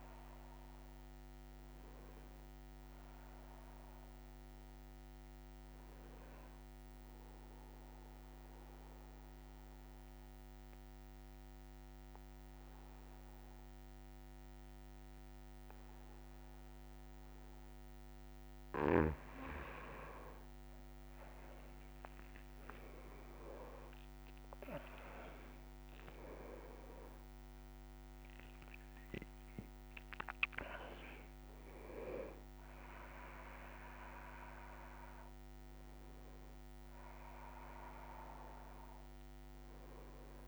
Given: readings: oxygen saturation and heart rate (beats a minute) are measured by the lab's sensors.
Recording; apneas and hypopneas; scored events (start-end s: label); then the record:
breathing in sleep by a microphone on the trachea; 1
0.00-12.00 s: oxygen desaturation (device-marked, oxygen 93% lowest, heart rate 59 extreme)
6.00-19.50 s: obstructive apnea (oxygen 98% before, 93% lowest, heart rate 64 before, 60 extreme, up 10 after)
34.00-40.48 s: oxygen desaturation (device-marked, oxygen 98% before, 95% lowest, heart rate 68 before, 60 extreme)
From the record:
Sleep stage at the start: N3 (deep sleep); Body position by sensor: on the back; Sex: male